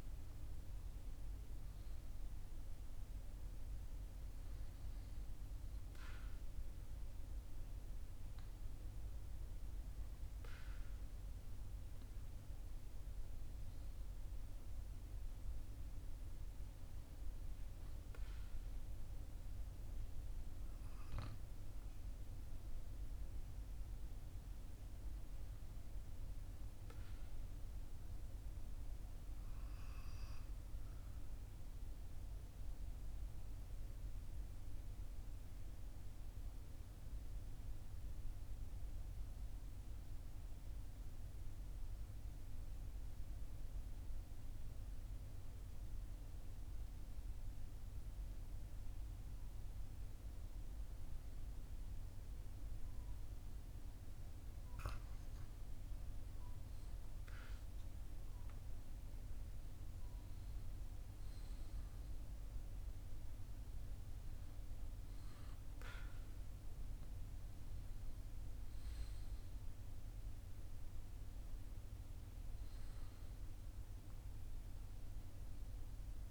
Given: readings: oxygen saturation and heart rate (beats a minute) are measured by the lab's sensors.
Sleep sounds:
breathing in sleep, hard to hear, by a room microphone; 1
26.50-54.00 s: obstructive apnea (oxygen 97% before, 94% lowest, heart rate 43 before, 42 extreme, up 3 after)
57.00-62.50 s: arousal
From the record:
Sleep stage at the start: N2 (light sleep); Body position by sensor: on the right side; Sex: male

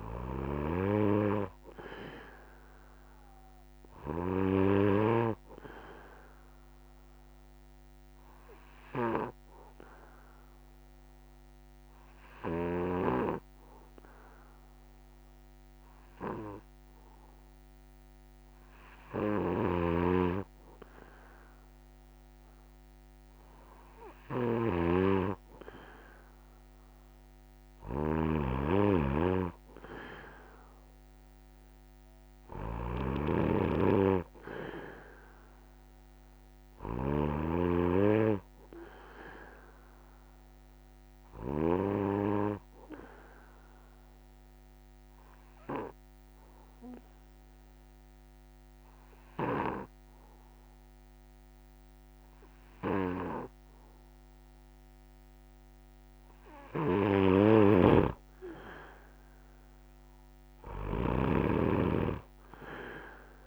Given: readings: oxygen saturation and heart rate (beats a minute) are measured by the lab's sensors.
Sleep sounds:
breathing in sleep by a microphone on the trachea; 2
0.00-4.00 s: snoring (device-marked)
0.00-22.00 s: oxygen desaturation (device-marked, oxygen 96% before, 92% lowest)
5.50-22.50 s: hypopnea (oxygen 96% before, 91% lowest)
19.00-41.50 s: snoring (device-marked)
43.50-56.00 s: obstructive apnea (oxygen 95% before, 91% lowest)
57.00-63.47 s: snoring (device-marked)
From the record:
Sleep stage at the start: N2 (light sleep); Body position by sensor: on the back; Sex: male

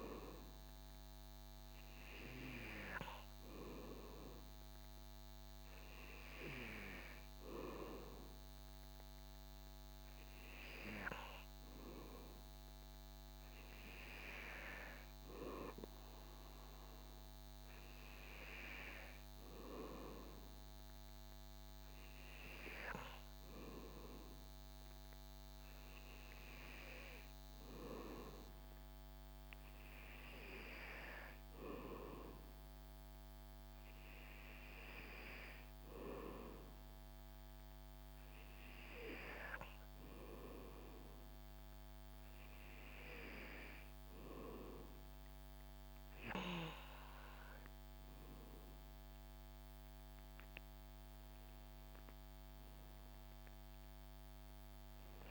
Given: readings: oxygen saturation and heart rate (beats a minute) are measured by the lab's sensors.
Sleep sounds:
breathing in sleep by a microphone on the trachea; none
none scored
From the record:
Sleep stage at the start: N2 (light sleep); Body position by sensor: on the back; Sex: male

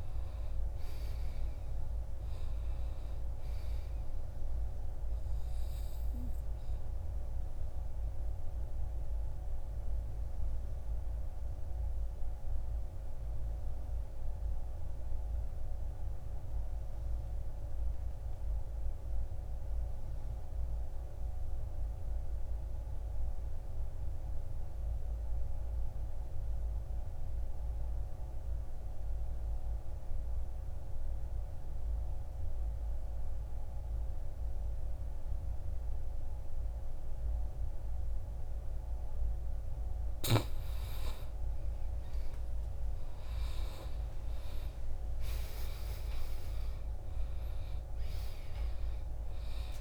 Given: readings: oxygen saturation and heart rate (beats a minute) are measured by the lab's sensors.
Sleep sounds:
breathing in sleep, hard to hear, by a room microphone; 1
3.00-23.00 s: oxygen desaturation (device-marked, oxygen 95% before, 84% lowest, heart rate 62 before, 51 extreme)
6.50-38.00 s: obstructive apnea (oxygen 95% before, 77% lowest, heart rate 63 before, 51 extreme, up 12 after)
37.00-49.81 s: oxygen desaturation (device-marked, oxygen 98% before, 77% lowest, heart rate 57 before, 52 extreme)
41.00-44.50 s: arousal
From the record:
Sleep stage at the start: N2 (light sleep); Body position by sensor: on the back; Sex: male

